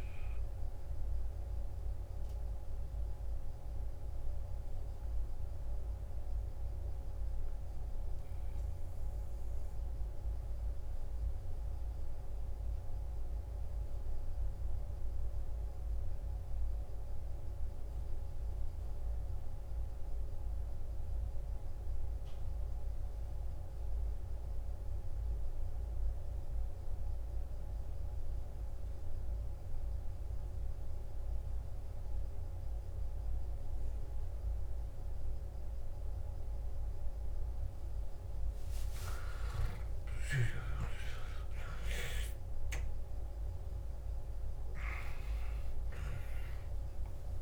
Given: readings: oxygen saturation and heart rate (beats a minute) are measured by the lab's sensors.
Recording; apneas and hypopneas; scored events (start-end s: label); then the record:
breathing in sleep by a room microphone; 1
0.00-13.00 s: oxygen desaturation (device-marked, oxygen 90% lowest, heart rate 52 extreme)
11.00-38.00 s: obstructive apnea (oxygen 95% before, 89% lowest, heart rate 60 before, 53 extreme, up 14 after)
28.00-47.42 s: oxygen desaturation (device-marked, oxygen 98% before, 89% lowest, heart rate 54 before, 53 extreme)
38.00-40.00 s: long interval between heartbeats (device-marked, heart rate 54 before, 57 extreme)
39.50-43.00 s: arousal
From the record:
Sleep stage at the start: N2 (light sleep); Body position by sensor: on the back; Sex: male